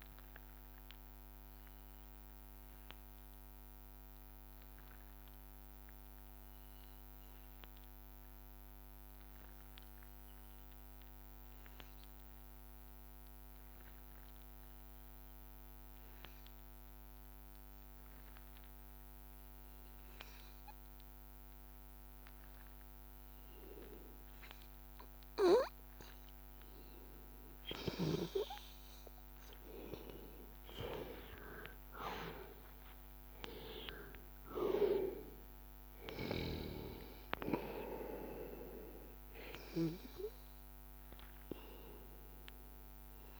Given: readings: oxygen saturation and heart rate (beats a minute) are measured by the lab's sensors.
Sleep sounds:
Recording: breathing in sleep by a microphone on the trachea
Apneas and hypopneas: 1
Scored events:
0.00-12.00 s: oxygen desaturation (device-marked, oxygen 95% lowest, heart rate 81 extreme)
4.50-30.50 s: hypopnea (oxygen 99% before, 91% lowest, heart rate 82 before, 81 extreme, up 4 after)
22.00-43.40 s: oxygen desaturation (device-marked, oxygen 98% before, 91% lowest, heart rate 82 before, 80 extreme)
32.50-36.50 s: arousal
From the record:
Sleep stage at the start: N2 (light sleep)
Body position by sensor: on the back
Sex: male

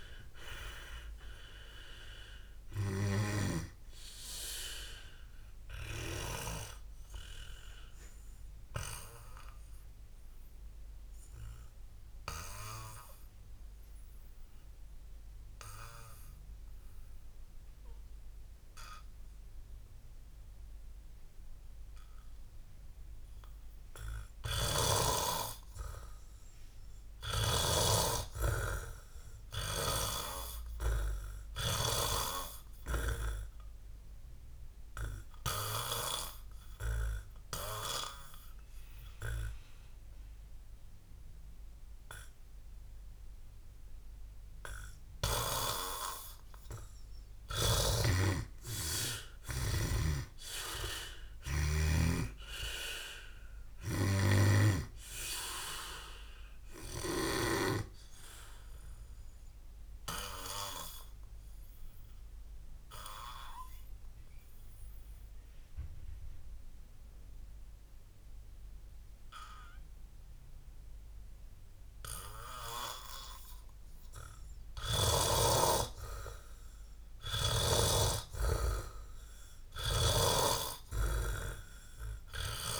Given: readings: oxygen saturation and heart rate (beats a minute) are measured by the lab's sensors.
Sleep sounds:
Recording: breathing in sleep by a room microphone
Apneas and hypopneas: 2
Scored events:
0.00-2.00 s: arousal
7.50-48.00 s: obstructive apnea (oxygen 95% before, 85% lowest, heart rate 83 before, 58 extreme, up 9 after)
22.50-26.50 s: oxygen desaturation (device-marked, oxygen 97% before, 91% lowest, heart rate 67 before, 58 extreme)
32.50-54.50 s: oxygen desaturation (device-marked, oxygen 100% before, 85% lowest, heart rate 61 before, 62 extreme)
48.00-52.00 s: snoring (device-marked)
50.00-54.00 s: arousal
59.50-75.00 s: obstructive apnea (oxygen 100% before, 85% lowest, heart rate 67 before, 62 extreme, up 2 after)
70.50-79.50 s: oxygen desaturation (device-marked, oxygen 95% before, 91% lowest, heart rate 67 before, 62 extreme)
75.50-80.50 s: snoring (device-marked)
77.00-80.50 s: arousal
From the record:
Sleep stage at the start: N2 (light sleep)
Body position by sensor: on the back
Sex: male

